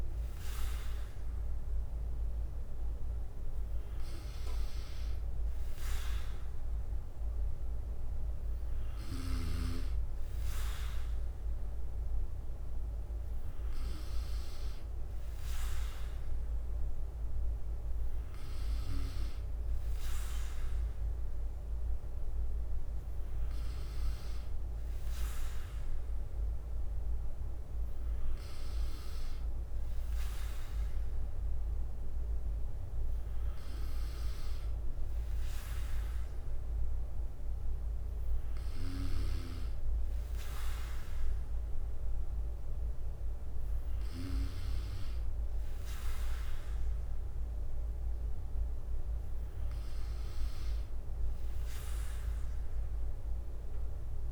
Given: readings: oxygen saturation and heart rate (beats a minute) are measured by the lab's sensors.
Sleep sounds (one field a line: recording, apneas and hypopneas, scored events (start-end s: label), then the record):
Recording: breathing in sleep by a room microphone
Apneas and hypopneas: none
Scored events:
13.00-25.00 s: bradycardia (device-marked, heart rate 60 before, 59 extreme)
38.00-40.00 s: bradycardia (device-marked, heart rate 60 before, 60 extreme)
52.00-54.32 s: bradycardia (device-marked, heart rate 60 before, 59 extreme)
From the record:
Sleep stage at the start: N3 (deep sleep)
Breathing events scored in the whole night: 122 in 4.0 hours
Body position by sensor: on the back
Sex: male